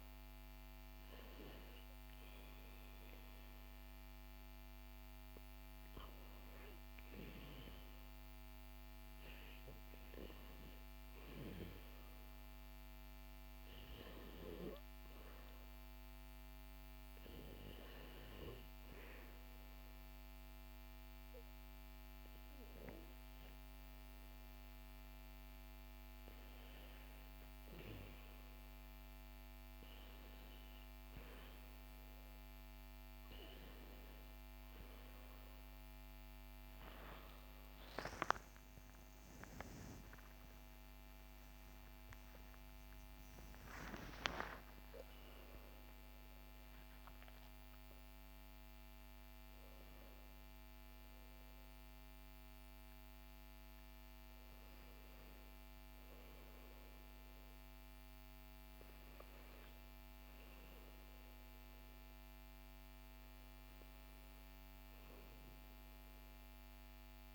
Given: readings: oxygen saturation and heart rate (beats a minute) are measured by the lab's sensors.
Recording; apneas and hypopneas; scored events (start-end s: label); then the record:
breathing in sleep by a microphone on the trachea; none
0.00-25.00 s: oxygen desaturation (device-marked, oxygen 94% lowest, heart rate 69 extreme)
37.00-43.50 s: arousal
From the record:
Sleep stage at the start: REM sleep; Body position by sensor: on the back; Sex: male